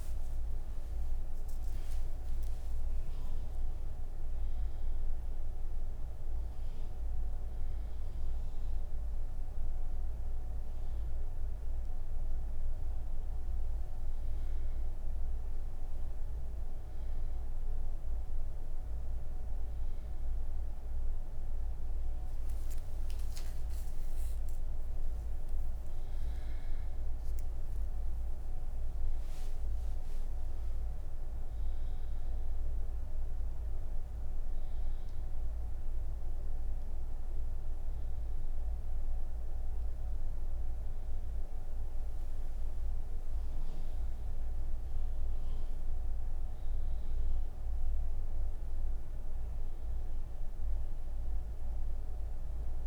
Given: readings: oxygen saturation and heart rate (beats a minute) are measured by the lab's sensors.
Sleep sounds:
breathing in sleep, hard to hear, by a room microphone; none
none scored
From the record:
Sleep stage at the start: N1 (lightest sleep); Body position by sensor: on the right side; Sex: female

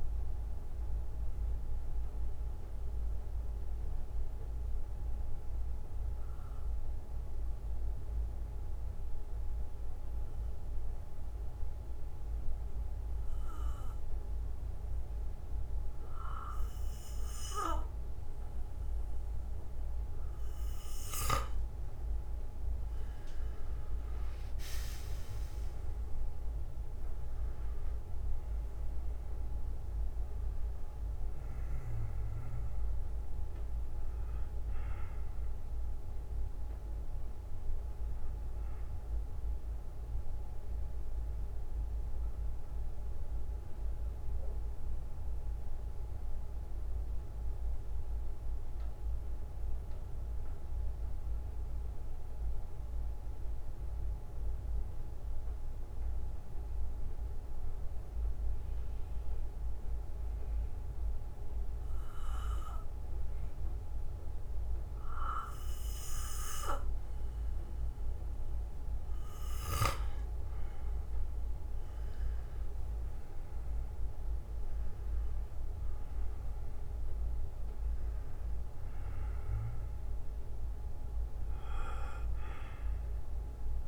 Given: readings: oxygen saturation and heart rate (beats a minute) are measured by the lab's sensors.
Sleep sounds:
breathing in sleep, hard to hear, by a room microphone; 2
0.00-4.00 s: bradycardia (device-marked, heart rate 51 extreme)
4.00-15.00 s: oxygen desaturation (device-marked, oxygen 95% before, 91% lowest, heart rate 63 before, 54 extreme)
4.50-21.00 s: mixed apnea (oxygen 98% before, 90% lowest, heart rate 63 before, 51 extreme, up 13 after)
9.00-17.00 s: bradycardia (device-marked, heart rate 59 before, 55 extreme)
24.00-28.00 s: arousal
33.00-63.00 s: bradycardia (device-marked, heart rate 59 before, 48 extreme)
42.50-68.00 s: mixed apnea (oxygen 97% before, 90% lowest, heart rate 64 before, 48 extreme, up 7 after)
48.00-59.00 s: oxygen desaturation (device-marked, oxygen 95% before, 90% lowest, heart rate 60 before, 50 extreme)
67.00-69.00 s: bradycardia (device-marked, heart rate 59 before, 60 extreme)
72.50-76.00 s: arousal
75.00-83.88 s: oxygen desaturation (device-marked, oxygen 98% before, 90% lowest, heart rate 58 before, 49 extreme)
81.00-83.88 s: bradycardia (device-marked, heart rate 59 before, 52 extreme)
From the record:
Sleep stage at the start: N2 (light sleep); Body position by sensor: on the back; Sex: male

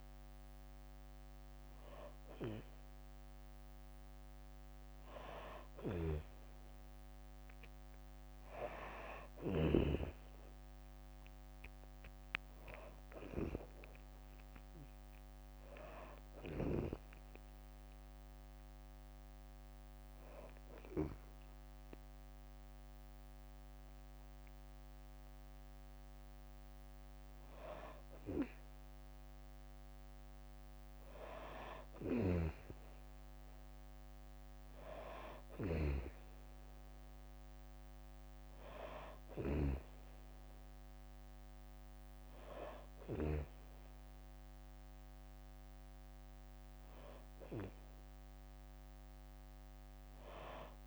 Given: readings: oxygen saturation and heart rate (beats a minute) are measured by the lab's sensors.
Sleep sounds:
breathing in sleep by a microphone on the trachea; 1
5.50-9.50 s: snoring (device-marked)
12.50-15.00 s: arousal
14.00-42.00 s: tachycardia (device-marked, heart rate 83 before, 216 extreme)
17.50-27.50 s: hypopnea (oxygen 96% before, 92% lowest, heart rate 69 before, 33 extreme, up 21 after)
21.00-33.00 s: drop in pulse transit time (device-marked, heart rate 88 before, 169 extreme)
23.00-25.00 s: long interval between heartbeats (device-marked, heart rate 103 before, 169 extreme)
25.00-27.00 s: long interval between heartbeats (device-marked, heart rate 114 before, 177 extreme)
28.50-30.50 s: long interval between heartbeats (device-marked, heart rate 132 before, 179 extreme)
31.00-33.00 s: long interval between heartbeats (device-marked, heart rate 149 before, 169 extreme)
32.00-34.50 s: arousal
35.00-39.50 s: snoring (device-marked)
36.50-38.50 s: long interval between heartbeats (device-marked, heart rate 172 before, 174 extreme)
38.00-49.00 s: oxygen desaturation (device-marked, oxygen 96% before, 92% lowest, heart rate 178 before, 33 extreme)
39.00-41.00 s: long interval between heartbeats (device-marked, heart rate 179 before, 188 extreme)
43.00-45.00 s: long interval between heartbeats (device-marked, heart rate 175 before, 143 extreme)
43.00-50.87 s: bradycardia (device-marked, heart rate 89 before, 33 extreme)
From the record:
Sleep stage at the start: N2 (light sleep); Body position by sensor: on the back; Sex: female

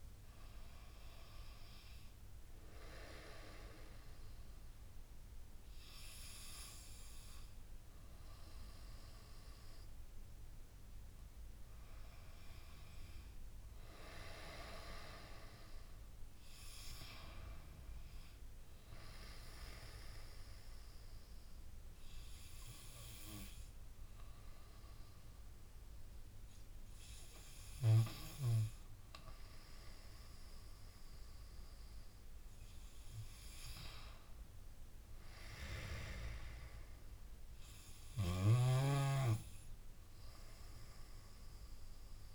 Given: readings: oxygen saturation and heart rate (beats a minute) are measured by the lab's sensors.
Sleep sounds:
breathing in sleep by a room microphone; none
none scored
From the record:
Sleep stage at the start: N2 (light sleep); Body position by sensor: on the back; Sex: female

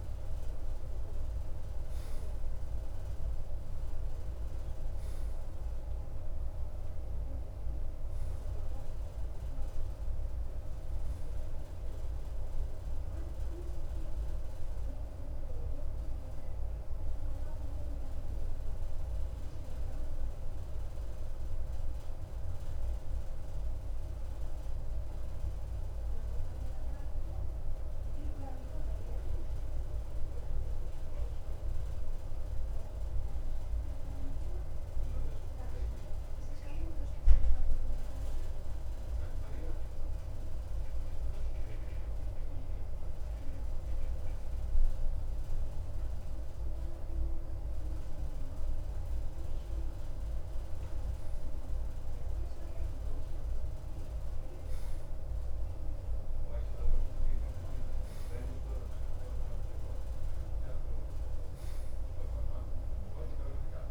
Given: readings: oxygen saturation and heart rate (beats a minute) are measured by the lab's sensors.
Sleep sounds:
breathing in sleep, hard to hear, by a room microphone; 1
0.00-20.50 s: oxygen desaturation (device-marked, oxygen 91% lowest, heart rate 53 extreme)
22.50-44.00 s: mixed apnea (oxygen 95% before, 92% lowest, heart rate 56 before, 53 extreme, up 1 after)
47.50-52.00 s: arousal
From the record:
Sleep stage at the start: N2 (light sleep); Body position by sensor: on the right side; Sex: male

